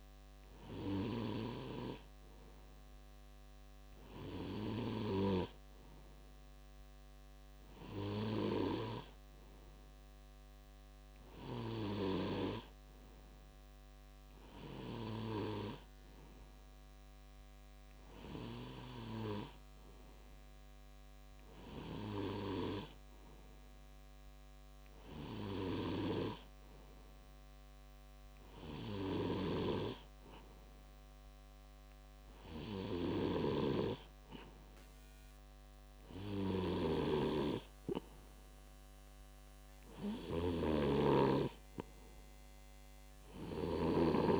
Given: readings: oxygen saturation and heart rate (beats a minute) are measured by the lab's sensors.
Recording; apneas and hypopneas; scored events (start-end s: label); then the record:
breathing in sleep by a microphone on the trachea; none
37.00-44.40 s: snoring (device-marked)
From the record:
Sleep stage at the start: N2 (light sleep); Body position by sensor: on the left side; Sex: male